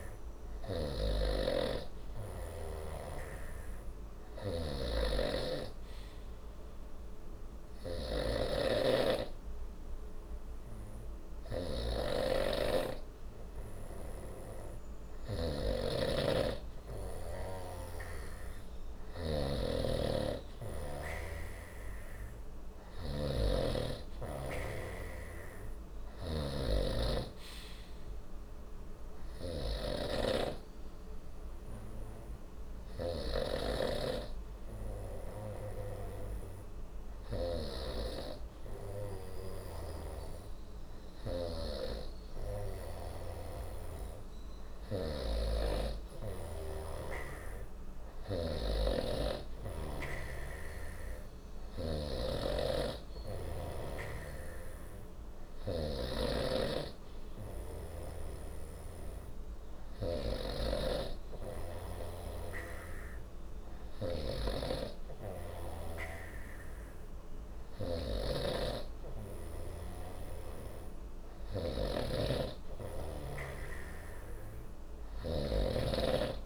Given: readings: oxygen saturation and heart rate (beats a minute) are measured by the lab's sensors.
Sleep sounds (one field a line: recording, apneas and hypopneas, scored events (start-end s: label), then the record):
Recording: breathing in sleep by a room microphone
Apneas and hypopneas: none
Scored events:
8.00-26.00 s: snoring (device-marked)
47.50-55.50 s: snoring (device-marked)
71.00-76.46 s: snoring (device-marked)
From the record:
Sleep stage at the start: N2 (light sleep)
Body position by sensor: on the right side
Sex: male